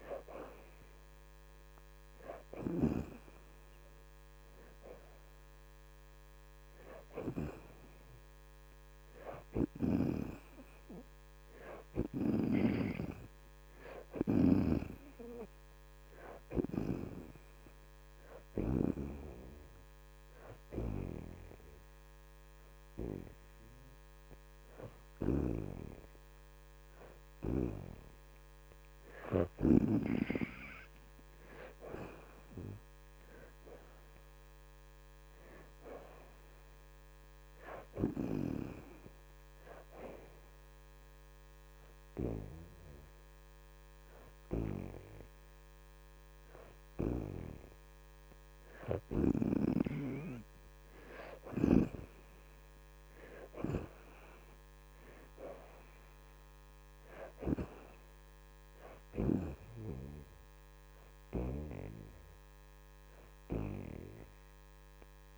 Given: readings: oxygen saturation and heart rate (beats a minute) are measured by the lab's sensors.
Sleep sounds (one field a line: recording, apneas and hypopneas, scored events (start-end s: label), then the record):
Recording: breathing in sleep by a microphone on the trachea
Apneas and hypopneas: 2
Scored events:
2.00-18.00 s: oxygen desaturation (device-marked, oxygen 82% before, 71% lowest, heart rate 80 before, 81 extreme)
19.50-29.50 s: hypopnea (oxygen 82% before, 62% lowest, heart rate 83 before, 79 extreme, up 4 after)
20.00-32.00 s: oxygen desaturation (device-marked, oxygen 76% before, 71% lowest, heart rate 83 before, 79 extreme)
31.50-35.00 s: arousal
34.00-56.00 s: oxygen desaturation (device-marked, oxygen 74% before, 62% lowest, heart rate 83 before, 79 extreme)
39.50-50.00 s: hypopnea (oxygen 76% before, 61% lowest, heart rate 83 before, 79 extreme, up 39 after)
53.50-57.50 s: arousal
58.00-65.38 s: oxygen desaturation (device-marked, oxygen 75% before, 62% lowest, heart rate 91 before, 81 extreme)
From the record:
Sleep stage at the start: N2 (light sleep)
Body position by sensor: on the back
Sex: female